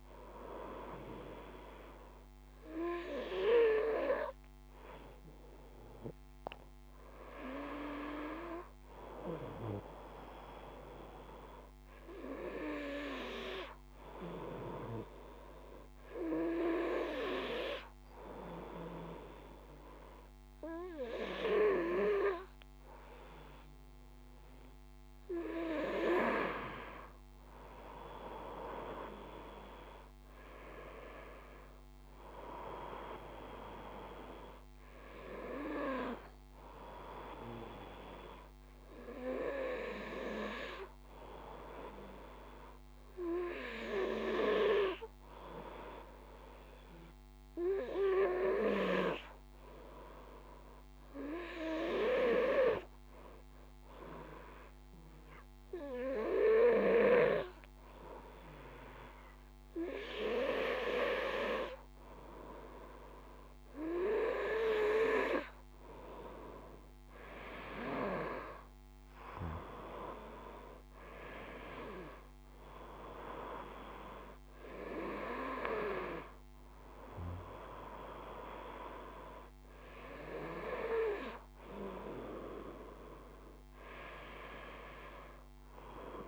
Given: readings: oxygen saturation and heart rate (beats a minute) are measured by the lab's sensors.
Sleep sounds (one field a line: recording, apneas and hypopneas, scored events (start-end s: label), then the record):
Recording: breathing in sleep by a microphone on the trachea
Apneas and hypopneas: 1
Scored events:
41.50-45.00 s: arousal
50.50-62.50 s: obstructive apnea (oxygen 96% before, 94% lowest, heart rate 56 before, 54 extreme, up 2 after)
66.00-69.00 s: arousal
From the record:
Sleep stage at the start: N2 (light sleep)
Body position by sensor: on the back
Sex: male